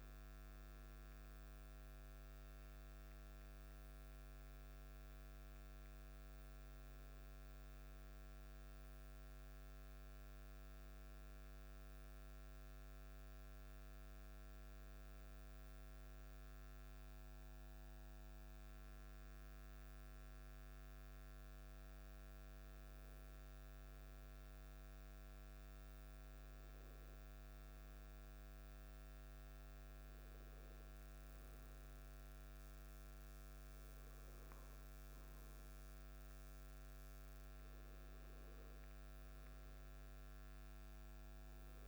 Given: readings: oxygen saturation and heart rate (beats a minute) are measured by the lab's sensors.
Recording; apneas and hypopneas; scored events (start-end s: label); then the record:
breathing in sleep, hard to hear, by a microphone on the trachea; none
none scored
From the record:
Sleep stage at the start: N1 (lightest sleep); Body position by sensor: on the back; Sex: male